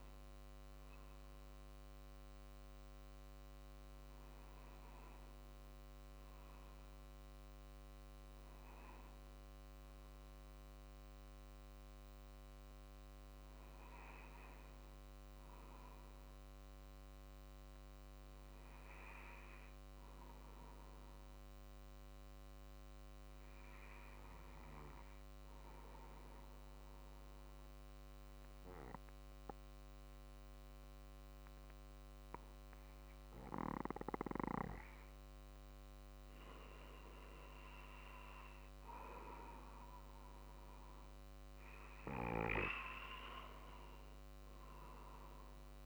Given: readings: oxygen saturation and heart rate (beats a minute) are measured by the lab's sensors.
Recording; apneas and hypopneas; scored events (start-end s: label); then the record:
breathing in sleep by a microphone on the trachea; 1
7.00-11.00 s: arousal
17.00-34.50 s: obstructive apnea (oxygen 97% before, 93% lowest, heart rate 47 before, 48 extreme, up 2 after)
35.50-45.86 s: drop in pulse transit time (device-marked, heart rate 48 before, 48 extreme)
36.50-41.00 s: arousal
From the record:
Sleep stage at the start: N2 (light sleep); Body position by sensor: on the back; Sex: male